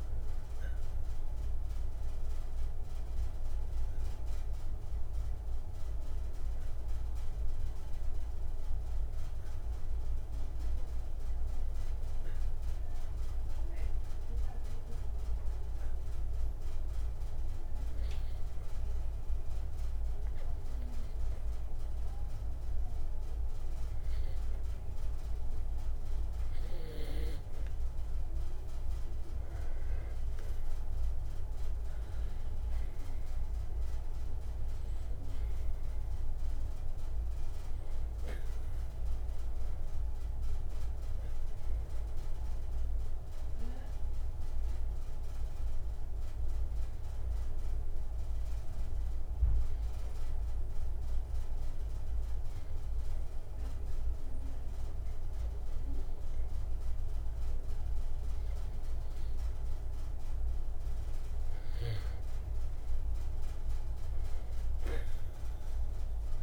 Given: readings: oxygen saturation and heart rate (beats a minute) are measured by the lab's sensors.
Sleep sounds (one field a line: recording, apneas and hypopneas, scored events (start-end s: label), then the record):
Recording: breathing in sleep, hard to hear, by a room microphone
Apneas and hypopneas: 2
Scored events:
4.50-28.00 s: hypopnea (oxygen 94% before, 90% lowest, heart rate 117 before, 78 extreme, up 26 after)
31.00-35.50 s: arousal
42.50-61.00 s: obstructive apnea (oxygen 95% before, 89% lowest, heart rate 107 before, 59 extreme, up 12 after)
45.50-64.50 s: oxygen desaturation (device-marked, oxygen 94% before, 90% lowest, heart rate 113 before, 59 extreme)
62.00-66.43 s: arousal
From the record:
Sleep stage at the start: N2 (light sleep)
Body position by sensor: on the back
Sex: male